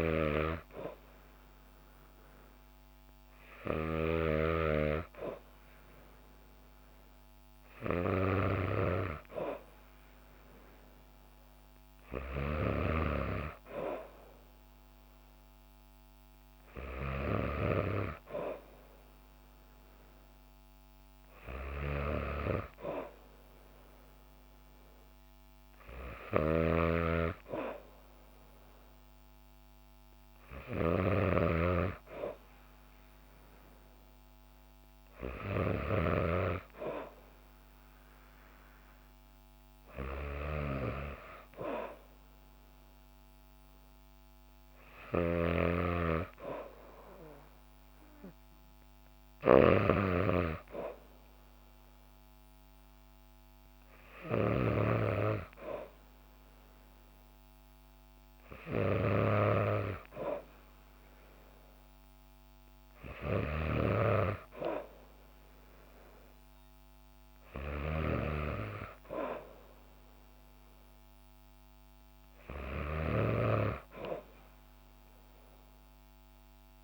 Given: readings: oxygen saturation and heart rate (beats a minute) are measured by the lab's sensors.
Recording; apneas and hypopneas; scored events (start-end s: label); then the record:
breathing in sleep by a microphone on the trachea; none
0.00-4.00 s: snoring (device-marked)
26.00-36.00 s: snoring (device-marked)
45.00-54.50 s: snoring (device-marked)
From the record:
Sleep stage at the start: N2 (light sleep); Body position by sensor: on the back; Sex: female